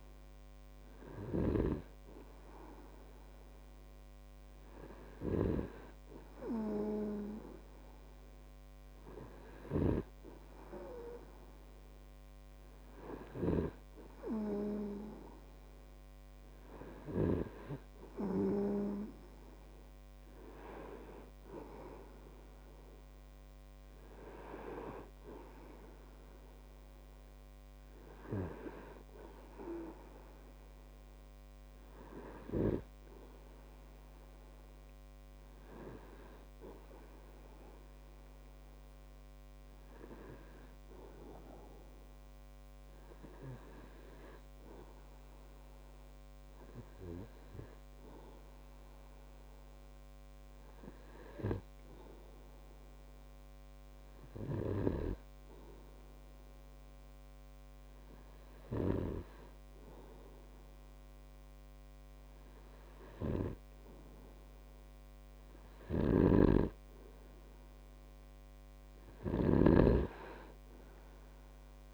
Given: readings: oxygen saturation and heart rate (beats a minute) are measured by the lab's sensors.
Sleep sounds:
breathing in sleep by a microphone on the trachea; 1
1.50-18.00 s: snoring (device-marked)
53.50-67.00 s: hypopnea (oxygen 98% before, 96% lowest)
55.00-64.00 s: snoring (device-marked)
66.00-70.00 s: snoring (device-marked)
69.00-71.94 s: arousal
From the record:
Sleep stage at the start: N2 (light sleep); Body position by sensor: on the right side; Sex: male

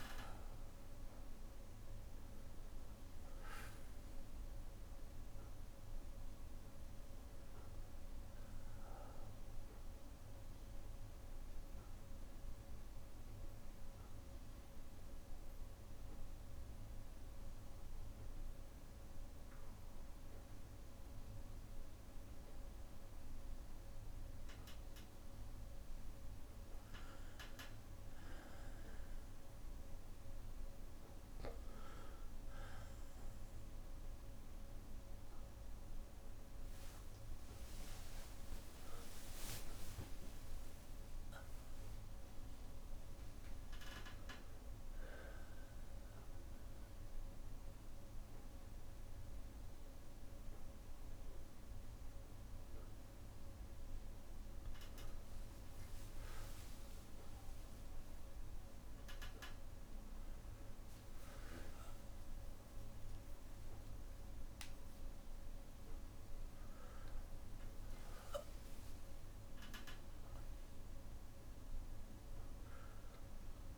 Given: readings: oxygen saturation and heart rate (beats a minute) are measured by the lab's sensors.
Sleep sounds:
breathing in sleep, hard to hear, by a room microphone; 1
0.00-17.50 s: oxygen desaturation (device-marked, oxygen 92% lowest, heart rate 59 extreme)
8.50-28.00 s: obstructive apnea (oxygen 98% before, 92% lowest, heart rate 64 before, 59 extreme, up 4 after)
14.50-16.50 s: bradycardia (device-marked, heart rate 67 before, 60 extreme)
36.50-41.00 s: arousal
37.50-41.50 s: tachycardia (device-marked, heart rate 67 before, 101 extreme)
40.00-42.00 s: long interval between heartbeats (device-marked, heart rate 63 before, 93 extreme)
46.00-48.00 s: long interval between heartbeats (device-marked, heart rate 75 before, 78 extreme)
54.50-59.50 s: tachycardia (device-marked, heart rate 68 before, 108 extreme)
56.50-58.50 s: long interval between heartbeats (device-marked, heart rate 80 before, 92 extreme)
60.50-62.50 s: long interval between heartbeats (device-marked, heart rate 86 before, 110 extreme)
61.50-67.00 s: arousal
68.50-70.50 s: long interval between heartbeats (device-marked, heart rate 83 before, 75 extreme)
From the record:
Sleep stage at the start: N2 (light sleep); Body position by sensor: on the back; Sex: male

